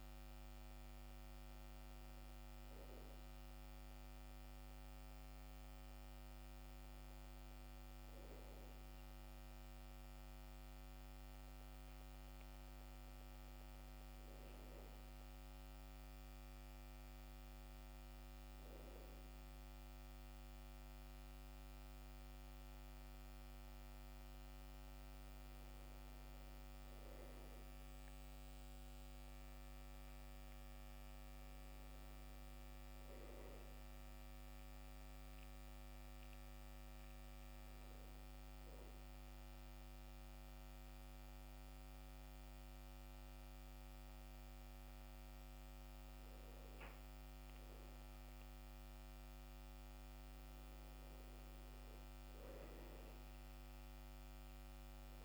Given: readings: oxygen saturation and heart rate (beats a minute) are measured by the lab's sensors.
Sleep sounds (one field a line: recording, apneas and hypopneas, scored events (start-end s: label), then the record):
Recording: breathing in sleep, hard to hear, by a microphone on the trachea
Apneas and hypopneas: 1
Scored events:
0.00-13.50 s: oxygen desaturation (device-marked, oxygen 87% lowest, heart rate 63 extreme)
14.50-19.50 s: arousal
34.00-46.50 s: hypopnea (oxygen 99% before, 92% lowest, heart rate 65 before, 65 extreme, up 6 after)
49.00-53.50 s: arousal
From the record:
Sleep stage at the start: N2 (light sleep)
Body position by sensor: on the back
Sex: male